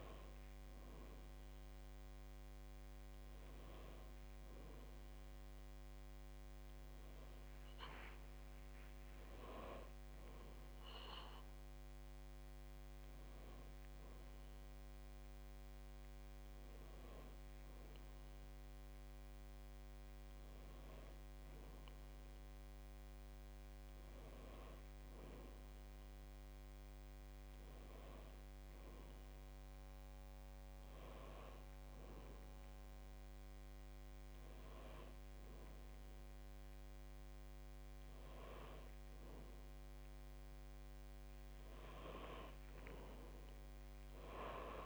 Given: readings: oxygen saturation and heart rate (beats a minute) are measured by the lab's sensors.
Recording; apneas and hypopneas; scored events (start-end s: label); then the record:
breathing in sleep by a microphone on the trachea; none
0.00-1.50 s: oxygen desaturation (device-marked, oxygen 93% lowest, heart rate 52 extreme)
From the record:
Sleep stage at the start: N1 (lightest sleep); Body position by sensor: on the back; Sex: female